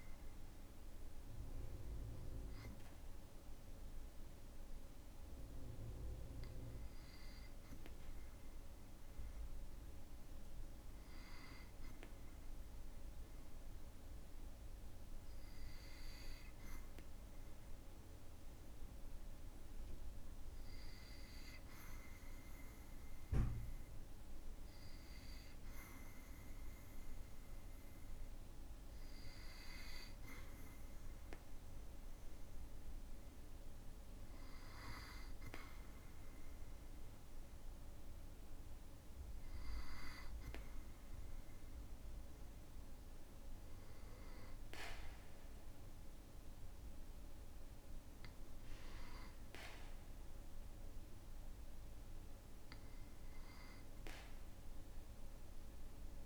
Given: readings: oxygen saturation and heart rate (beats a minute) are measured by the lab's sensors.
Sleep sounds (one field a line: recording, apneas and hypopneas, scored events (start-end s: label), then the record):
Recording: breathing in sleep by a room microphone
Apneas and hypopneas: 1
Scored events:
5.00-25.00 s: obstructive apnea (oxygen 99% before, 96% lowest, heart rate 58 before, 56 extreme, up 2 after)
27.00-31.00 s: arousal
From the record:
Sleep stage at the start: N2 (light sleep)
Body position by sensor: on the back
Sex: male